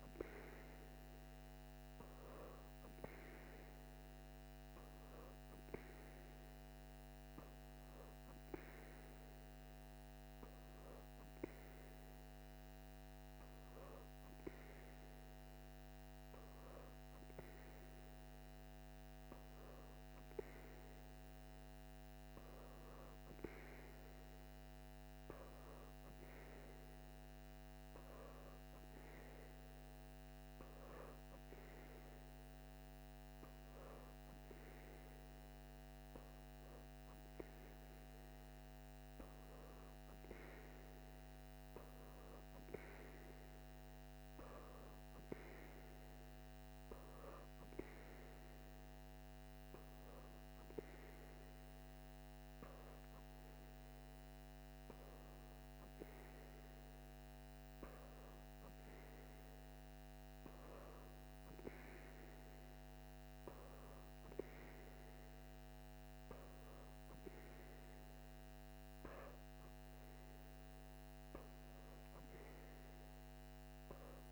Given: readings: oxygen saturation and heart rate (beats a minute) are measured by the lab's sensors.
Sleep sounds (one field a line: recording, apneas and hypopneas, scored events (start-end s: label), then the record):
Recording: breathing in sleep, hard to hear, by a microphone on the trachea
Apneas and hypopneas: none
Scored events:
none scored
From the record:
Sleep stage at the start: N3 (deep sleep)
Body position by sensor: on the back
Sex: female